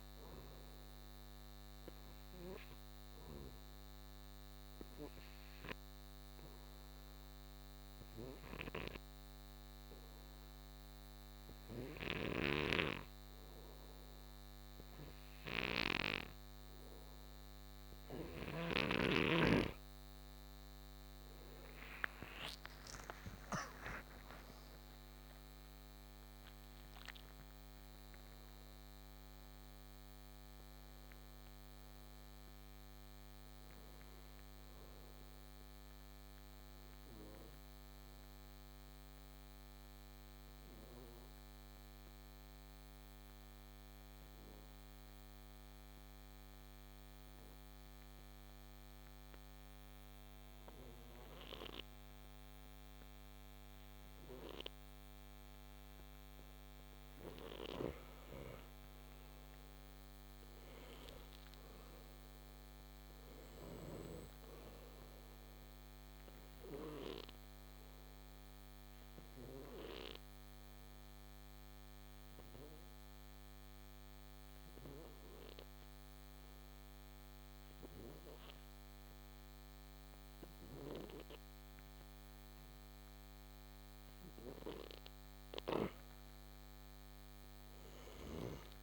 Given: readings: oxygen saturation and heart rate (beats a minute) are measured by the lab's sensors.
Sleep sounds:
breathing in sleep by a microphone on the trachea; 3
0.00-3.50 s: oxygen desaturation (device-marked, oxygen 90% lowest, heart rate 59 extreme)
1.50-20.50 s: obstructive apnea (oxygen 98% before, 89% lowest, heart rate 64 before, 54 extreme, up 26 after)
12.00-23.50 s: snoring (device-marked)
22.50-27.00 s: arousal
22.50-46.50 s: oxygen desaturation (device-marked, oxygen 95% before, 90% lowest, heart rate 63 before, 54 extreme)
36.50-56.00 s: obstructive apnea (oxygen 95% before, 89% lowest, heart rate 72 before, 56 extreme, up 8 after)
57.50-78.50 s: oxygen desaturation (device-marked, oxygen 96% before, 89% lowest, heart rate 59 before, 57 extreme)
58.00-62.00 s: arousal
67.00-83.50 s: obstructive apnea (oxygen 96% before, 87% lowest, heart rate 63 before, 57 extreme, up 8 after)
86.50-88.82 s: arousal
From the record:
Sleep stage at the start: N2 (light sleep); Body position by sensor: on the right side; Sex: male

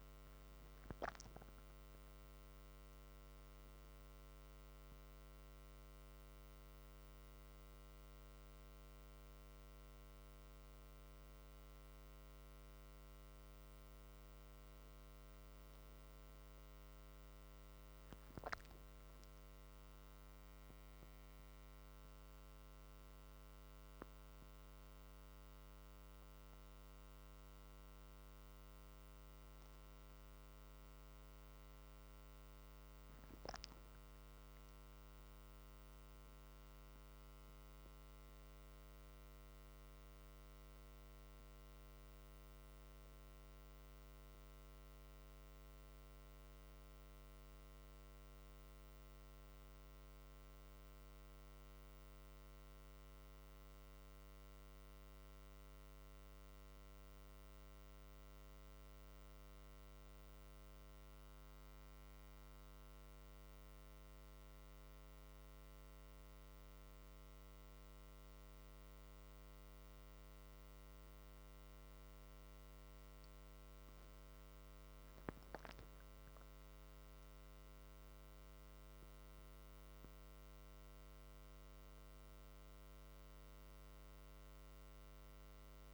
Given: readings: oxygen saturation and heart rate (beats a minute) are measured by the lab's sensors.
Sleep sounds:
breathing in sleep, hard to hear, by a microphone on the trachea; none
17.50-22.00 s: arousal
From the record:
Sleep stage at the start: N1 (lightest sleep); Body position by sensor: on the back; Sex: male

